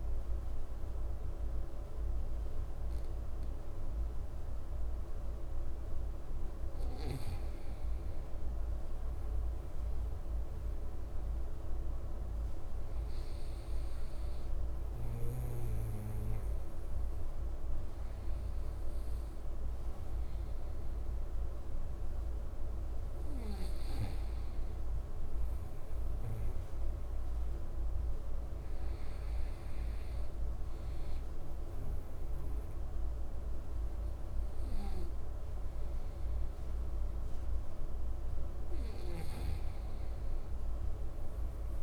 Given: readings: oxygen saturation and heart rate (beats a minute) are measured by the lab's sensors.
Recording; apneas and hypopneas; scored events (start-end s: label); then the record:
breathing in sleep, hard to hear, by a room microphone; none
none scored
From the record:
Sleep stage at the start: N2 (light sleep); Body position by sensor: on the right side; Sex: male